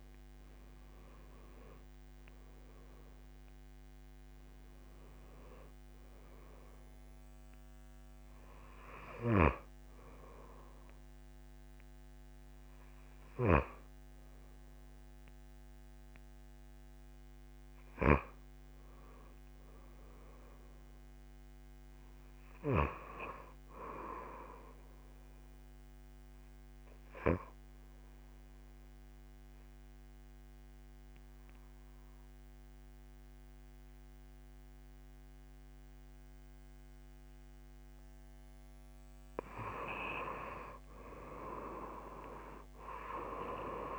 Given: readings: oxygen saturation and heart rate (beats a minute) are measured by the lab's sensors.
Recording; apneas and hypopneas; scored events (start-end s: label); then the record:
breathing in sleep by a microphone on the trachea; 1
0.00-19.00 s: oxygen desaturation (device-marked, oxygen 92% before, 88% lowest)
0.00-19.00 s: tachycardia (device-marked)
19.50-23.00 s: arousal
26.00-39.00 s: obstructive apnea (oxygen 98% before, 92% lowest)
42.00-43.98 s: arousal
From the record:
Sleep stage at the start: N2 (light sleep); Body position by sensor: on the back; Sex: female